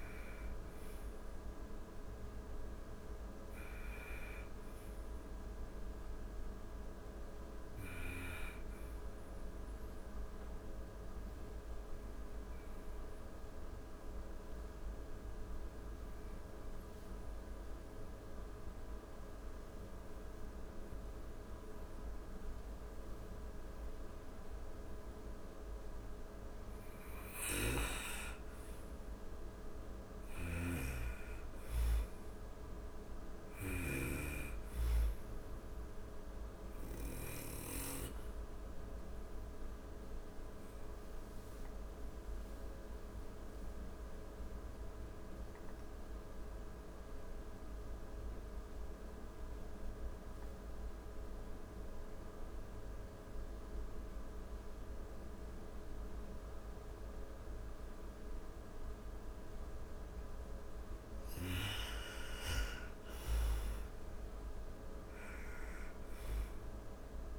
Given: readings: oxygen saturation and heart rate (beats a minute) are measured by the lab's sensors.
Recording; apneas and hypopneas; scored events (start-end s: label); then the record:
breathing in sleep by a room microphone; 2
0.50-67.38 s: new sleep stage, N2 (light sleep)
10.50-25.00 s: obstructive apnea (oxygen 98% before, 89% lowest)
27.00-31.00 s: arousal
28.50-49.50 s: oxygen desaturation (device-marked, oxygen 98% before, 91% lowest)
29.00-32.50 s: snoring (device-marked)
39.00-60.00 s: obstructive apnea (oxygen 98% before, 89% lowest)
60.50-64.50 s: arousal
62.50-67.38 s: oxygen desaturation (device-marked, oxygen 98% before, 89% lowest)
From the record:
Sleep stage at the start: N1 (lightest sleep); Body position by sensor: on the back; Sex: female